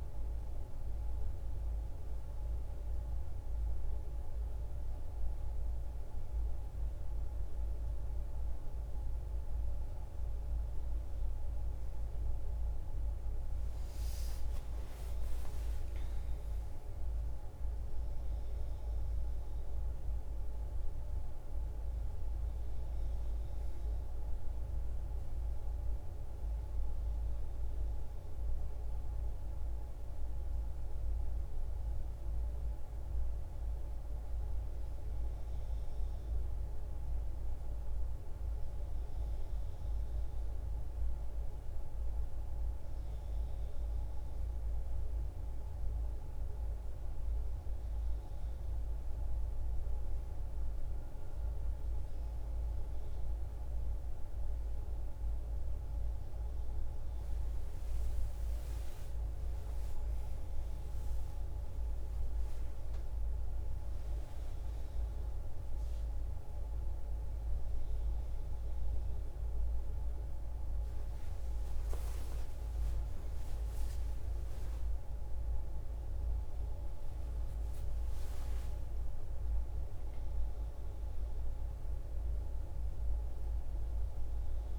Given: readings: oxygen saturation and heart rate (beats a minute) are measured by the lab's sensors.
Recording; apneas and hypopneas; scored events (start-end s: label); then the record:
a person awake in a sleep study, hard to hear, by a room microphone; none
none scored
From the record:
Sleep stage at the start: awake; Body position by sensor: on the back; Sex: female